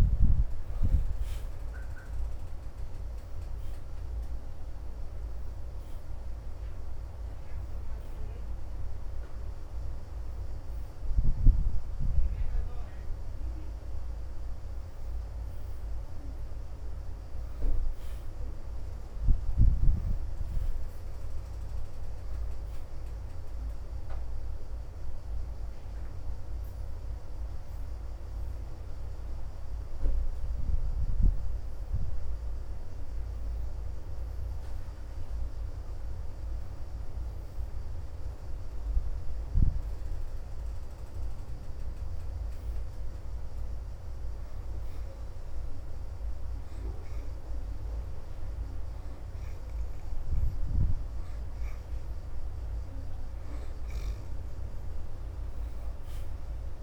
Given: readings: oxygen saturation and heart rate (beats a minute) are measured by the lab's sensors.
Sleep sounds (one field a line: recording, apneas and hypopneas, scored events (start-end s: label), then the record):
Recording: breathing in sleep, hard to hear, by a room microphone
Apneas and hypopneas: none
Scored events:
0.00-5.00 s: oxygen desaturation (device-marked, oxygen 73% lowest, heart rate 80 extreme)
10.00-27.00 s: oxygen desaturation (device-marked, oxygen 80% before, 74% lowest, heart rate 83 before, 79 extreme)
29.00-41.00 s: oxygen desaturation (device-marked, oxygen 82% before, 77% lowest, heart rate 81 before, 78 extreme)
43.00-55.00 s: oxygen desaturation (device-marked, oxygen 82% before, 76% lowest, heart rate 81 before, 59 extreme)
46.00-56.83 s: new sleep stage, N2 (light sleep)
From the record:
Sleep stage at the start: N1 (lightest sleep)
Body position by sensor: upright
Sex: female